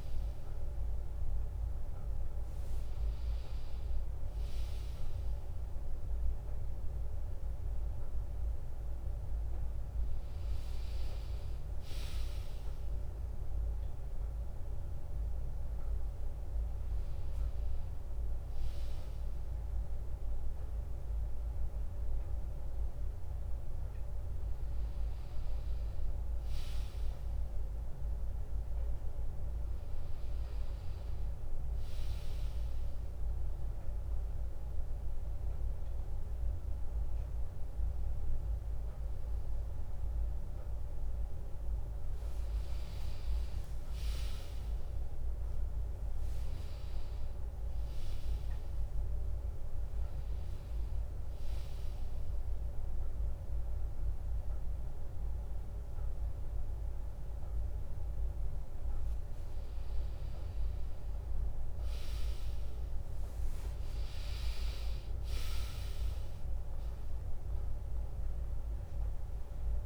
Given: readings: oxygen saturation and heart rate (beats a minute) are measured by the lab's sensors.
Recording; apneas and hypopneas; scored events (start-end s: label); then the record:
breathing in sleep, hard to hear, by a room microphone; none
none scored
From the record:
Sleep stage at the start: N1 (lightest sleep); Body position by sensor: on the back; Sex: female